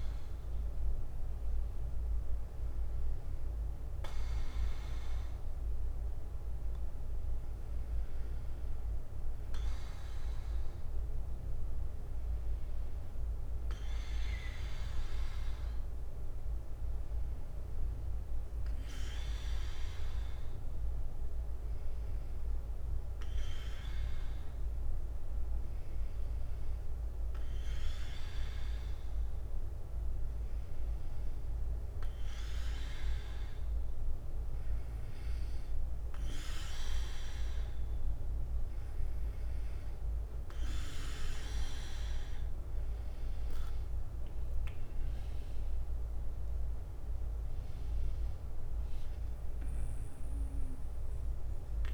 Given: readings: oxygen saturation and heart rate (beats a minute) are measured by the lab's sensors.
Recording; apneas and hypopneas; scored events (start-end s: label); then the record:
breathing in sleep, hard to hear, by a room microphone; none
2.00-4.00 s: bradycardia (device-marked, heart rate 69 before, 60 extreme)
13.00-32.00 s: bradycardia (device-marked, heart rate 69 before, 56 extreme)
46.00-51.94 s: drop in pulse transit time (device-marked, heart rate 60 before, 58 extreme)
From the record:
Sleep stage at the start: N2 (light sleep); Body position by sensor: on the back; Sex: male